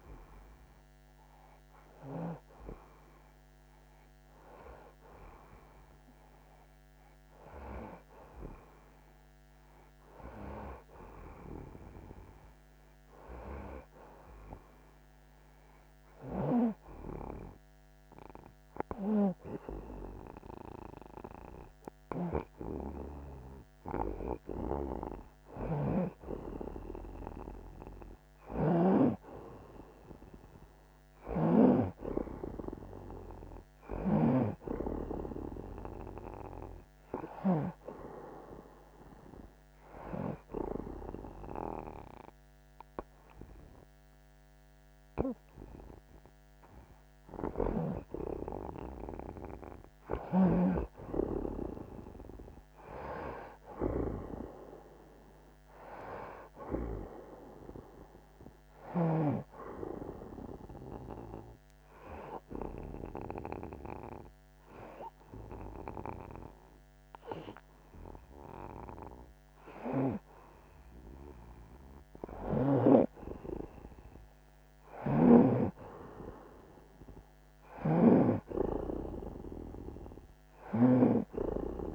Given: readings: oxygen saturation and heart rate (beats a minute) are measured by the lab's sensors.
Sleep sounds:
breathing in sleep by a microphone on the trachea; 3
7.00-12.50 s: arousal
16.00-26.00 s: hypopnea (oxygen 92% before, 87% lowest)
28.00-32.50 s: arousal
28.50-32.00 s: snoring (device-marked)
29.50-59.50 s: new sleep stage, N2 (light sleep)
37.50-49.50 s: oxygen desaturation (device-marked, oxygen 90% before, 87% lowest)
40.50-50.50 s: hypopnea (oxygen 92% before, 87% lowest)
52.00-56.50 s: arousal
59.50-81.95 s: new sleep stage, N1 (lightest sleep)
61.50-74.50 s: oxygen desaturation (device-marked, oxygen 91% before, 87% lowest)
62.00-73.00 s: hypopnea (oxygen 91% before, 87% lowest)
75.00-81.50 s: snoring (device-marked)
75.50-80.00 s: arousal
From the record:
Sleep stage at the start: N1 (lightest sleep); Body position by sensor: on the back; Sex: male

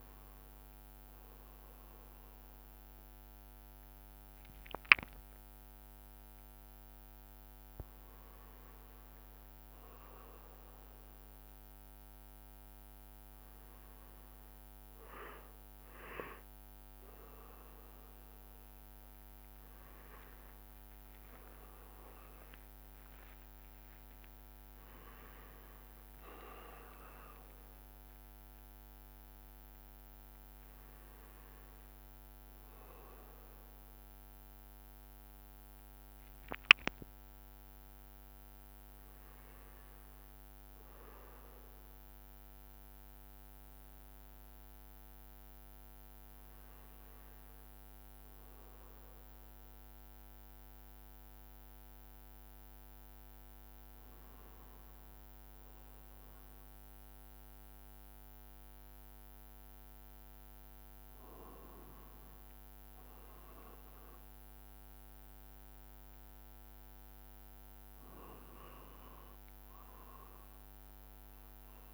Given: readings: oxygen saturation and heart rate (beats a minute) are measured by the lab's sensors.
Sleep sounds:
breathing in sleep, hard to hear, by a microphone on the trachea; none
19.00-22.50 s: arousal
19.50-24.50 s: tachycardia (device-marked, heart rate 76 before, 109 extreme)
20.00-22.00 s: long interval between heartbeats (device-marked, heart rate 77 before, 82 extreme)
23.00-25.00 s: long interval between heartbeats (device-marked, heart rate 79 before, 107 extreme)
25.50-27.50 s: long interval between heartbeats (device-marked, heart rate 84 before, 106 extreme)
25.50-46.50 s: drop in pulse transit time (device-marked, heart rate 84 before, 75 extreme)
58.50-71.94 s: new sleep stage, N2 (light sleep)
From the record:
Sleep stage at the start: N1 (lightest sleep); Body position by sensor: on the right side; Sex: male

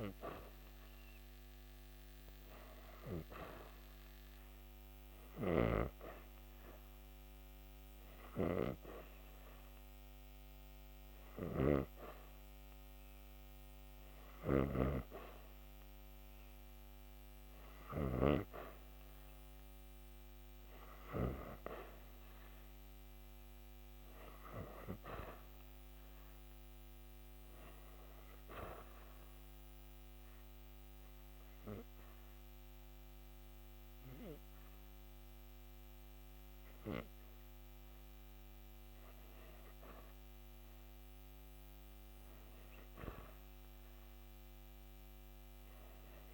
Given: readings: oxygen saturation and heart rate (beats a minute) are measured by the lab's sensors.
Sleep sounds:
breathing in sleep by a microphone on the trachea; 1
19.00-22.50 s: arousal
28.00-38.50 s: obstructive apnea (oxygen 94% before, 90% lowest)
41.00-44.50 s: arousal
43.00-46.34 s: oxygen desaturation (device-marked, oxygen 94% before, 90% lowest)
From the record:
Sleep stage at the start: REM sleep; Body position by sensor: on the back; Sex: female

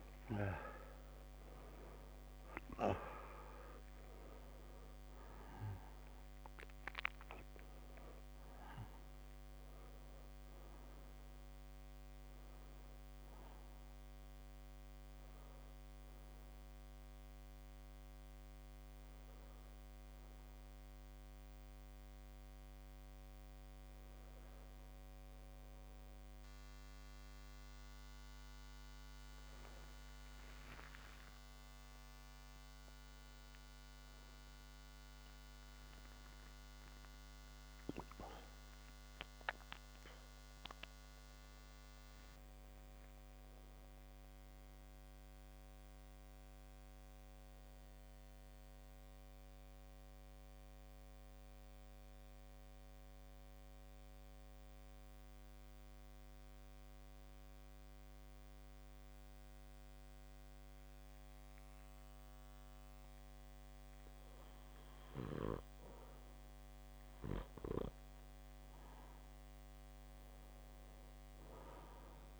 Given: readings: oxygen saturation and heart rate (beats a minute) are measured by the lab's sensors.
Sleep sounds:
breathing in sleep by a microphone on the trachea; 1
0.00-1.00 s: long interval between heartbeats (device-marked, heart rate 37 extreme)
0.00-2.50 s: arousal
0.50-28.50 s: oxygen desaturation (device-marked, oxygen 99% before, 89% lowest)
1.00-3.00 s: long interval between heartbeats (device-marked, heart rate 33 before, 60 extreme)
9.00-11.00 s: long interval between heartbeats (device-marked)
9.50-29.50 s: drop in pulse transit time (device-marked)
15.50-17.50 s: long interval between heartbeats (device-marked, heart rate 34 before, 26 extreme)
22.00-24.00 s: long interval between heartbeats (device-marked, heart rate 32 before, 39 extreme)
26.00-28.00 s: long interval between heartbeats (device-marked)
30.00-36.50 s: arousal
39.00-41.00 s: long interval between heartbeats (device-marked, heart rate 41 before, 60 extreme)
40.50-72.39 s: new sleep stage, REM sleep
50.50-64.00 s: obstructive apnea (oxygen 100% before, 93% lowest)
56.50-66.50 s: drop in pulse transit time (device-marked, heart rate 57 before, 54 extreme)
67.00-69.00 s: long interval between heartbeats (device-marked, heart rate 57 before, 56 extreme)
67.50-71.00 s: arousal
From the record:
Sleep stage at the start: N2 (light sleep); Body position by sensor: on the back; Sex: male

